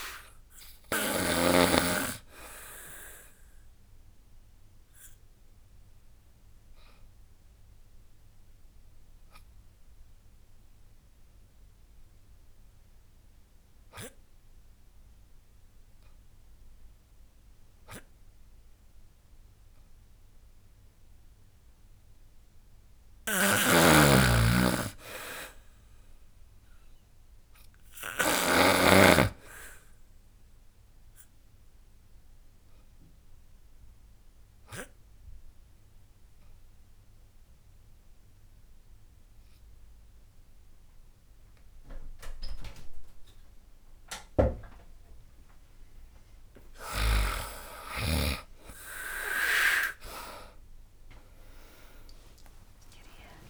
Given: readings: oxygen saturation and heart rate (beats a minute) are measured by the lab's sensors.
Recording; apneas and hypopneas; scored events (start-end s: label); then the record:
breathing in sleep by a room microphone; 2
0.00-8.00 s: drop in pulse transit time (device-marked, heart rate 73 extreme)
0.00-16.00 s: oxygen desaturation (device-marked, oxygen 93% lowest, heart rate 68 extreme)
2.50-21.00 s: obstructive apnea (oxygen 99% before, 92% lowest, heart rate 75 before, 68 extreme, up 10 after)
22.50-28.00 s: snoring (device-marked)
24.00-27.00 s: arousal
25.00-36.00 s: drop in pulse transit time (device-marked, heart rate 75 before, 75 extreme)
30.00-46.00 s: oxygen desaturation (device-marked, oxygen 98% before, 93% lowest, heart rate 76 before, 68 extreme)
31.00-45.00 s: obstructive apnea (oxygen 98% before, 92% lowest, heart rate 76 before, 68 extreme, up 22 after)
46.00-53.50 s: new sleep stage, awake
From the record:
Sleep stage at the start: N2 (light sleep); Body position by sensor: on the back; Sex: female